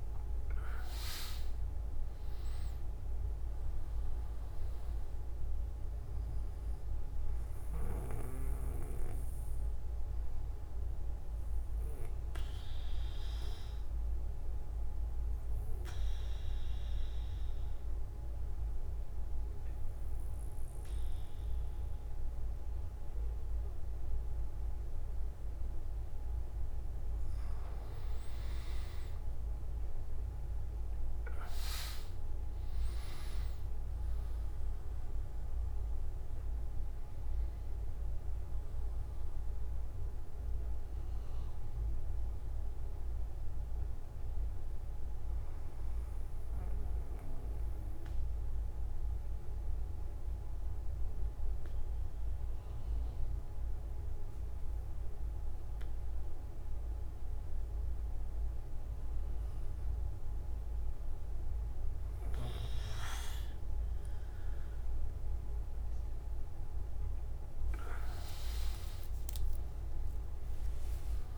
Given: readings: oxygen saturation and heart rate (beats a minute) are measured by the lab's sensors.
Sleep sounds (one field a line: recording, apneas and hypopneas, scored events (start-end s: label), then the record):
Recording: breathing in sleep by a room microphone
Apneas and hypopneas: 2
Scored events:
4.00-20.00 s: oxygen desaturation (device-marked, oxygen 97% before, 94% lowest)
11.00-27.00 s: obstructive apnea (oxygen 97% before, 94% lowest)
41.00-55.00 s: oxygen desaturation (device-marked, oxygen 98% before, 94% lowest)
46.50-61.00 s: obstructive apnea (oxygen 98% before, 94% lowest)
70.00-71.38 s: oxygen desaturation (device-marked, oxygen 99% before, 95% lowest)
From the record:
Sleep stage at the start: N1 (lightest sleep)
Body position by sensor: on the back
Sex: male